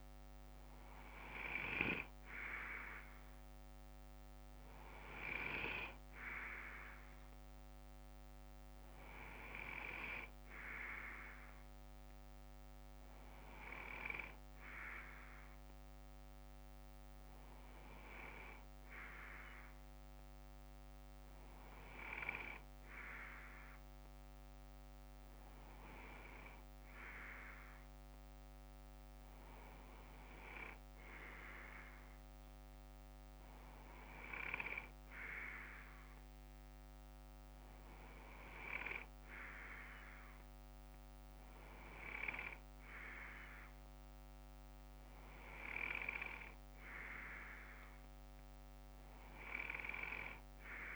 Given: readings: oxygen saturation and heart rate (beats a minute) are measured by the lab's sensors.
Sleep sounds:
breathing in sleep by a microphone on the trachea; none
12.50-17.50 s: bradycardia (device-marked, heart rate 61 before, 59 extreme)
19.50-21.50 s: bradycardia (device-marked, heart rate 61 before, 59 extreme)
22.50-28.50 s: bradycardia (device-marked, heart rate 61 before, 57 extreme)
48.50-50.96 s: bradycardia (device-marked, heart rate 61 before, 59 extreme)
From the record:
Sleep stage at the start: N2 (light sleep); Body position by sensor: on the left side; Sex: male

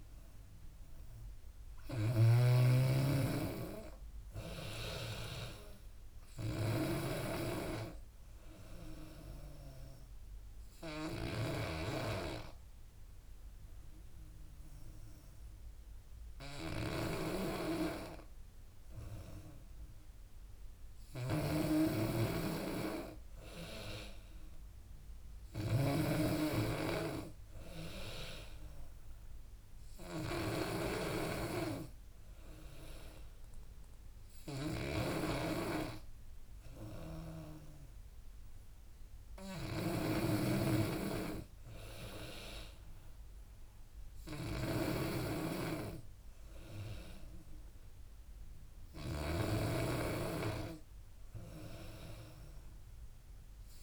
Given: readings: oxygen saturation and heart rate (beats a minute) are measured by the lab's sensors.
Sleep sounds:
breathing in sleep by a room microphone; 1
0.00-1.00 s: arousal
0.00-53.83 s: snoring (device-marked)
6.00-22.00 s: oxygen desaturation (device-marked, oxygen 96% before, 91% lowest, heart rate 80 before, 72 extreme)
9.50-20.50 s: obstructive apnea (oxygen 97% before, 91% lowest, heart rate 80 before, 72 extreme, up 12 after)
23.00-26.50 s: arousal
30.00-42.00 s: oxygen desaturation (device-marked, oxygen 96% before, 91% lowest, heart rate 77 before, 73 extreme)
From the record:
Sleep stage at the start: N2 (light sleep); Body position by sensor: on the back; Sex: female

